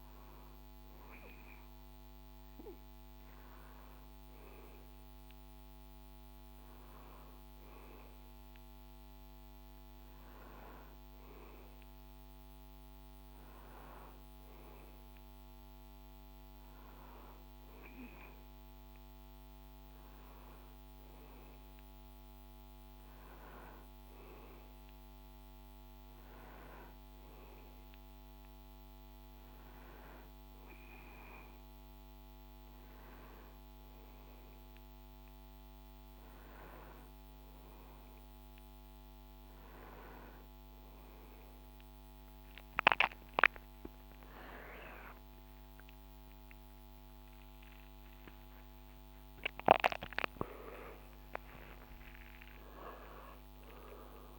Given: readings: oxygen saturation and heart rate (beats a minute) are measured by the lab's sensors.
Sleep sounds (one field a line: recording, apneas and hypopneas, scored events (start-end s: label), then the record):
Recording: breathing in sleep by a microphone on the trachea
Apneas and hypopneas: none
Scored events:
51.50-54.38 s: new sleep stage, awake
From the record:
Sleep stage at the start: N1 (lightest sleep)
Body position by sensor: on the back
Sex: male